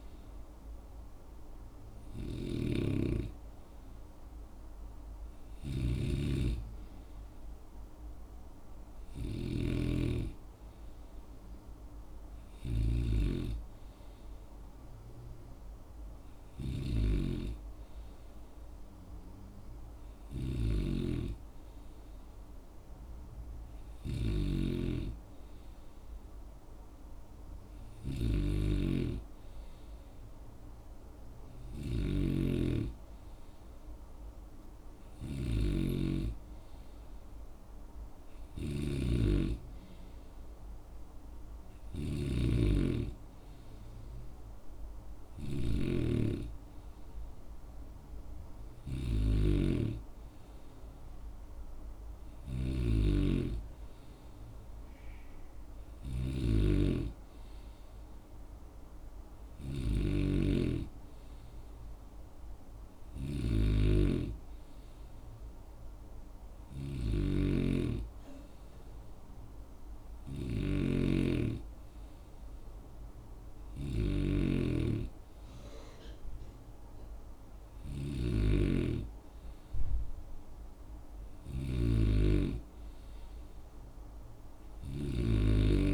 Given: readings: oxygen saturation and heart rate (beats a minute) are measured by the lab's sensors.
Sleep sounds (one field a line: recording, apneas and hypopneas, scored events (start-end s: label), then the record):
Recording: breathing in sleep by a room microphone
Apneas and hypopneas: none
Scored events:
0.00-85.94 s: snoring (device-marked)
From the record:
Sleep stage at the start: N2 (light sleep)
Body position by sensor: on the right side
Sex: male